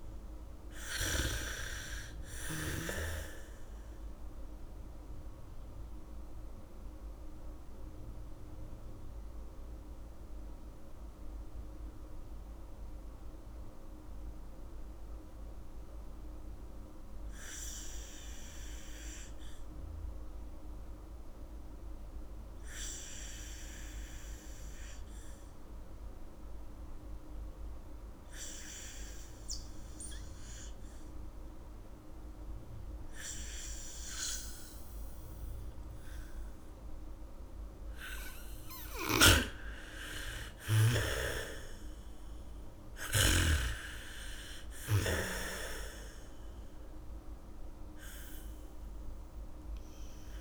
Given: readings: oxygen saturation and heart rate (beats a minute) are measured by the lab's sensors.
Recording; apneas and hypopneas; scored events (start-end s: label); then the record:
breathing in sleep by a room microphone; 1
0.00-3.00 s: snoring (device-marked)
0.00-20.50 s: oxygen desaturation (device-marked, oxygen 76% lowest, heart rate 55 extreme)
6.00-38.00 s: mixed apnea (oxygen 98% before, 76% lowest, heart rate 69 before, 55 extreme, up 6 after)
29.50-50.41 s: oxygen desaturation (device-marked, oxygen 99% before, 83% lowest, heart rate 77 before, 53 extreme)
38.50-40.50 s: bradycardia (device-marked, heart rate 72 before, 63 extreme)
39.50-44.00 s: snoring (device-marked)
40.00-43.50 s: arousal
From the record:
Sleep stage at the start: N2 (light sleep); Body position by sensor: on the back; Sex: female